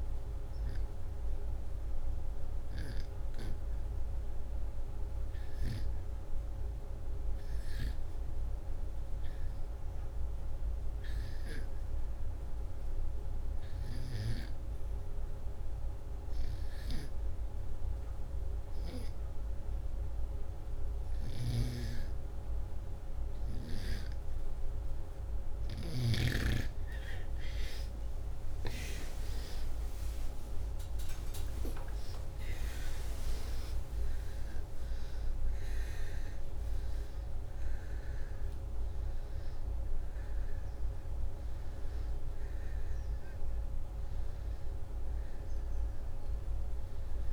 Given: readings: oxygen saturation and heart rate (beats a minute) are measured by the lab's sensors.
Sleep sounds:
breathing in sleep by a room microphone; none
30.50-35.50 s: arousal
From the record:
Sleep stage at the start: REM sleep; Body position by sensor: upright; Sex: male

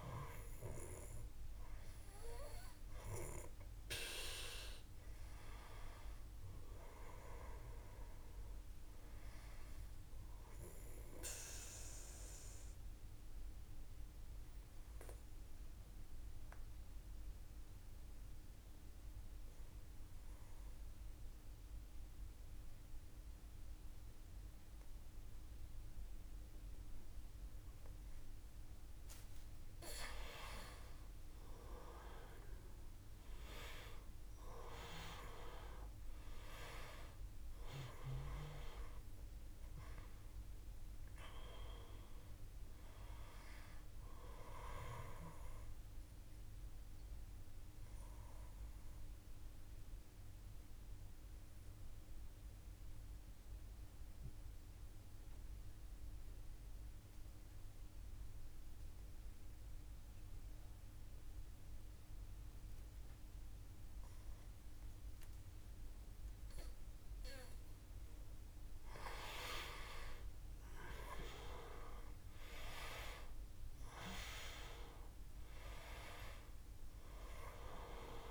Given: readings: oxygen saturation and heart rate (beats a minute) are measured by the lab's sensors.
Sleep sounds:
breathing in sleep by a room microphone; 2
0.00-18.00 s: oxygen desaturation (device-marked, oxygen 89% lowest, heart rate 55 extreme)
9.50-28.00 s: obstructive apnea (oxygen 95% before, 89% lowest, heart rate 58 before, 55 extreme, up 5 after)
30.50-33.50 s: arousal
34.00-59.00 s: oxygen desaturation (device-marked, oxygen 96% before, 90% lowest, heart rate 57 before, 55 extreme)
47.00-66.50 s: obstructive apnea (oxygen 97% before, 87% lowest, heart rate 59 before, 54 extreme, up 2 after)
68.00-72.50 s: arousal
70.00-78.31 s: oxygen desaturation (device-marked, oxygen 96% before, 87% lowest, heart rate 56 before, 54 extreme)
From the record:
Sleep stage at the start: N2 (light sleep); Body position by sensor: on the back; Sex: male

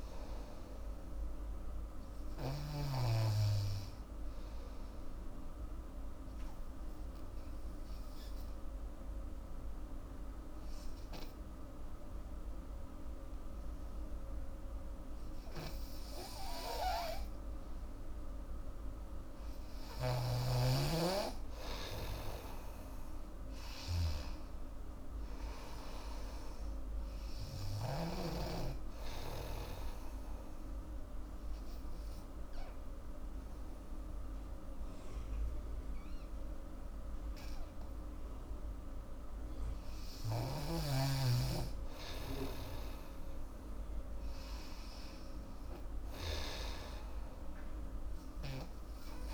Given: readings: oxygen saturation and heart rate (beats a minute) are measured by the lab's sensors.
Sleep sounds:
breathing in sleep by a room microphone; 2
0.00-10.00 s: oxygen desaturation (device-marked, oxygen 91% lowest, heart rate 72 extreme)
6.00-18.50 s: obstructive apnea (oxygen 96% before, 91% lowest, heart rate 79 before, 74 extreme, up 9 after)
20.00-28.00 s: snoring (device-marked)
20.00-37.00 s: oxygen desaturation (device-marked, oxygen 98% before, 92% lowest, heart rate 78 before, 74 extreme)
22.00-26.00 s: arousal
29.50-40.50 s: obstructive apnea (oxygen 98% before, 91% lowest, heart rate 82 before, 74 extreme, up 13 after)
42.50-46.00 s: arousal
45.00-49.34 s: oxygen desaturation (device-marked, oxygen 97% before, 91% lowest, heart rate 82 before, 77 extreme)
From the record:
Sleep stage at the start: N2 (light sleep); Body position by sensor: on the back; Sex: female

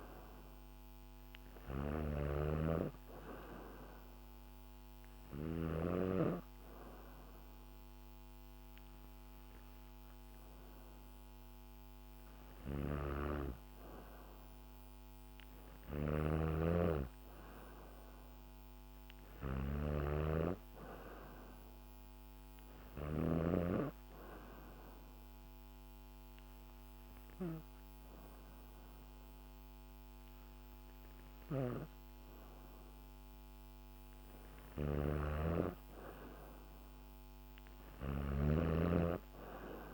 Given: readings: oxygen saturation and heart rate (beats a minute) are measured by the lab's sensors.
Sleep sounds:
breathing in sleep by a microphone on the trachea; 1
0.00-5.00 s: snoring (device-marked)
12.00-23.00 s: snoring (device-marked)
23.50-33.50 s: obstructive apnea (oxygen 94% before, 92% lowest, heart rate 71 before, 68 extreme, up 4 after)
34.00-39.94 s: snoring (device-marked)
36.00-39.00 s: arousal
From the record:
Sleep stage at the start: N2 (light sleep); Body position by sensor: on the back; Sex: female

